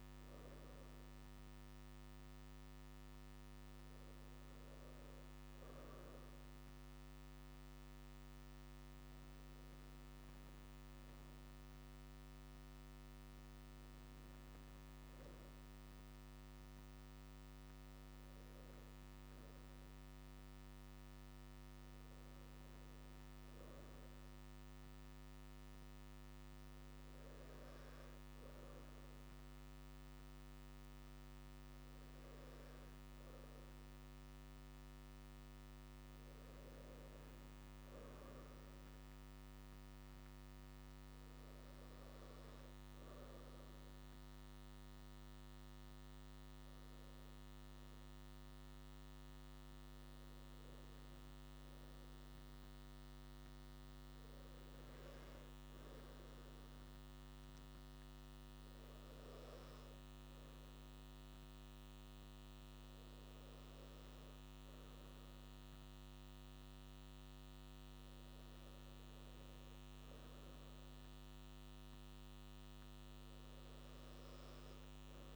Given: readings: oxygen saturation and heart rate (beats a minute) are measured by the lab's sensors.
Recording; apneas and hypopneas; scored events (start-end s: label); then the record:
breathing in sleep, hard to hear, by a microphone on the trachea; none
none scored
From the record:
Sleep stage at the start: N2 (light sleep); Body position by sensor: on the right side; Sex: male